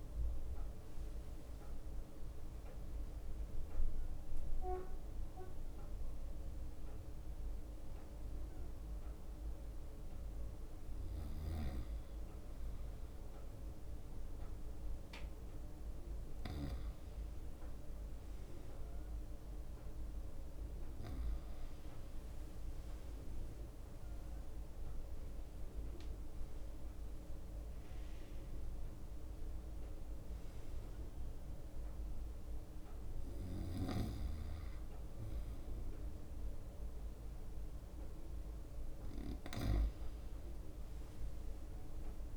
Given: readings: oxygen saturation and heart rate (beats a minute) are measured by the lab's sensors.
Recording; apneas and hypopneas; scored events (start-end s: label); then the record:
breathing in sleep, hard to hear, by a room microphone; none
0.00-10.50 s: drop in pulse transit time (device-marked, heart rate 66 extreme)
2.00-3.50 s: leg movement (device-marked)
5.00-10.50 s: leg movement (device-marked)
18.50-22.50 s: arousal
21.00-31.50 s: leg movement (device-marked)
23.50-28.50 s: arousal
23.50-42.37 s: new sleep stage, N2 (light sleep)
34.50-42.37 s: leg movement (device-marked)
From the record:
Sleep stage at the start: N1 (lightest sleep); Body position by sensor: on the right side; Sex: male